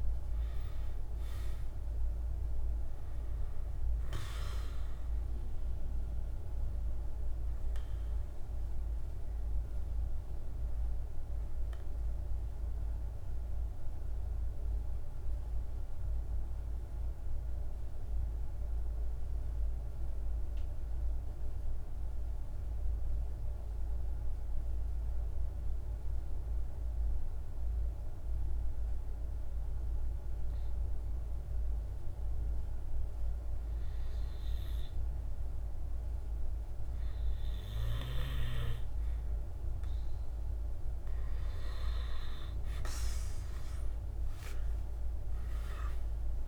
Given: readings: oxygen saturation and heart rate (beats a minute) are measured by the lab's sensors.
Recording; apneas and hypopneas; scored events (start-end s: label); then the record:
breathing in sleep, hard to hear, by a room microphone; 1
0.00-18.50 s: oxygen desaturation (device-marked, oxygen 90% lowest, heart rate 46 extreme)
9.50-38.00 s: mixed apnea (oxygen 98% before, 89% lowest, heart rate 51 before, 46 extreme, up 15 after)
37.50-46.48 s: oxygen desaturation (device-marked, oxygen 98% before, 89% lowest, heart rate 47 before, 47 extreme)
44.00-46.48 s: arousal
From the record:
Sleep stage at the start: N2 (light sleep); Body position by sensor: on the back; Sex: male